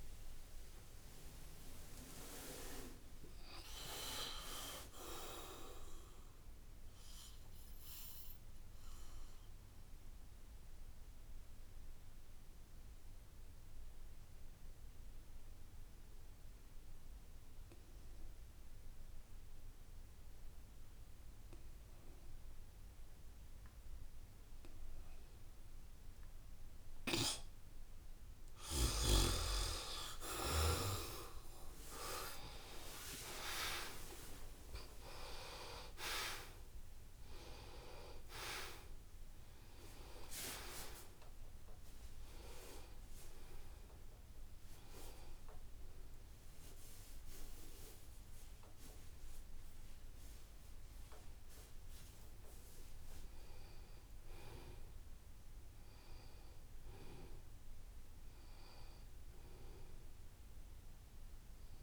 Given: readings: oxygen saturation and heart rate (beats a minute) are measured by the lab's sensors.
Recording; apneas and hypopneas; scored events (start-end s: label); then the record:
breathing in sleep by a room microphone; 1
0.00-10.00 s: oxygen desaturation (device-marked, oxygen 65% lowest, heart rate 66 extreme)
8.00-61.83 s: new sleep stage, N2 (light sleep)
10.00-26.00 s: obstructive apnea (oxygen 95% before, 75% lowest, heart rate 85 before, 73 extreme, up 20 after)
25.00-56.00 s: oxygen desaturation (device-marked, oxygen 95% before, 75% lowest, heart rate 77 before, 58 extreme)
26.50-33.50 s: snoring (device-marked)
29.00-33.50 s: arousal
33.50-35.50 s: long interval between heartbeats (device-marked, heart rate 76 before, 93 extreme)
58.00-61.50 s: arousal
From the record:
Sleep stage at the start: REM sleep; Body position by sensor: on the back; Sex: male